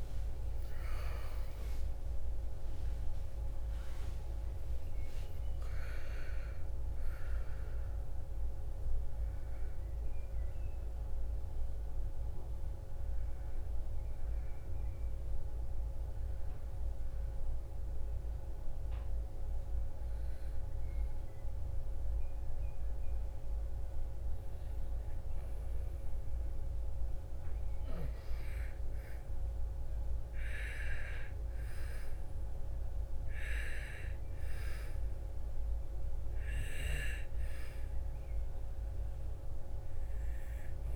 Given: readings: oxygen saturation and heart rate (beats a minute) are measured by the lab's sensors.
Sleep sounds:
a person partly awake in a sleep study, by a room microphone; none
0.00-3.50 s: oxygen desaturation (device-marked, oxygen 92% lowest, heart rate 60 extreme)
16.50-40.96 s: new sleep stage, N1 (lightest sleep)
32.50-40.96 s: oxygen desaturation (device-marked, oxygen 99% before, 93% lowest, heart rate 68 before, 56 extreme)
From the record:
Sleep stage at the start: awake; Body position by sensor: on the back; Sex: female

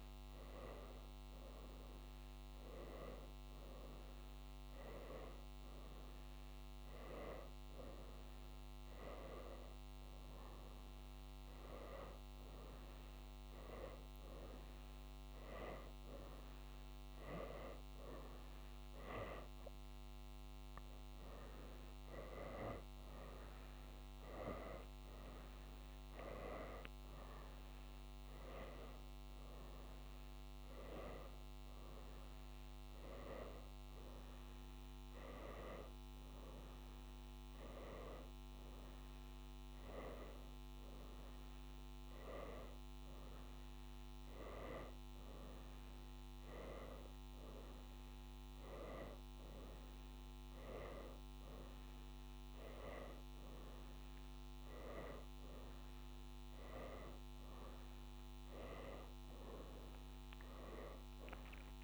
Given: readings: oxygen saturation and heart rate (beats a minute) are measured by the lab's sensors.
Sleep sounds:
a person awake in a sleep study, by a microphone on the trachea; none
15.00-33.00 s: tachycardia (device-marked, heart rate 51 before, 102 extreme)
From the record:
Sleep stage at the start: awake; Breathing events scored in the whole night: 164 in 5.3 hours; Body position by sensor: on the right side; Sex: female

